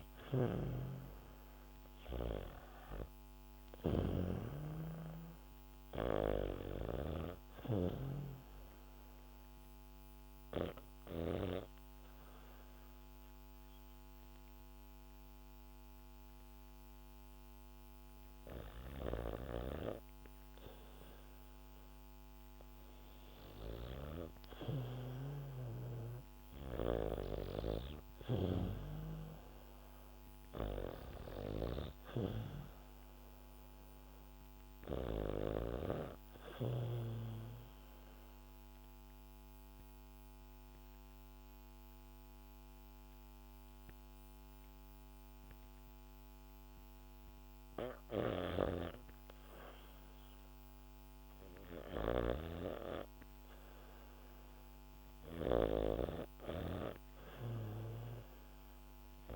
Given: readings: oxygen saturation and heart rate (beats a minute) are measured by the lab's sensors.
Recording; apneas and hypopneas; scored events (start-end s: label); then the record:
breathing in sleep by a microphone on the trachea; 2
0.00-1.50 s: arousal
0.00-7.50 s: snoring (device-marked)
0.00-17.50 s: oxygen desaturation (device-marked, oxygen 91% lowest, heart rate 68 extreme)
10.00-22.50 s: obstructive apnea (oxygen 98% before, 91% lowest, heart rate 62 before, 72 extreme, up 3 after)
18.50-26.50 s: snoring (device-marked)
25.50-30.00 s: arousal
30.50-43.50 s: oxygen desaturation (device-marked, oxygen 97% before, 93% lowest, heart rate 73 before, 67 extreme)
35.50-48.00 s: obstructive apnea (oxygen 97% before, 93% lowest, heart rate 74 before, 67 extreme)
47.50-55.00 s: snoring (device-marked)
53.00-57.50 s: arousal
From the record:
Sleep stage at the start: REM sleep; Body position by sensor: on the back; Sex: female